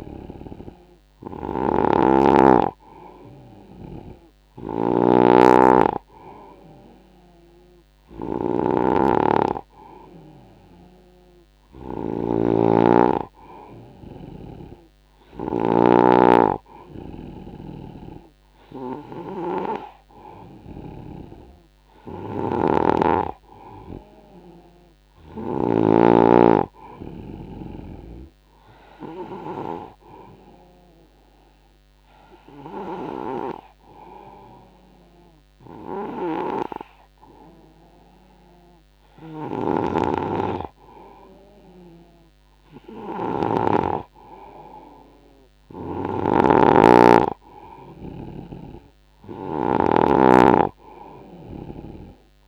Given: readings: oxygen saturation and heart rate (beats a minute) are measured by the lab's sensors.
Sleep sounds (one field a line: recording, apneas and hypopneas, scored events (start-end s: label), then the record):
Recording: breathing in sleep by a microphone on the trachea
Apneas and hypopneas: none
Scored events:
0.00-15.50 s: snoring (device-marked)
22.00-25.50 s: snoring (device-marked)
39.00-43.50 s: snoring (device-marked)
45.50-52.48 s: snoring (device-marked)
From the record:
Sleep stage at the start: N2 (light sleep)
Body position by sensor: on the right side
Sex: male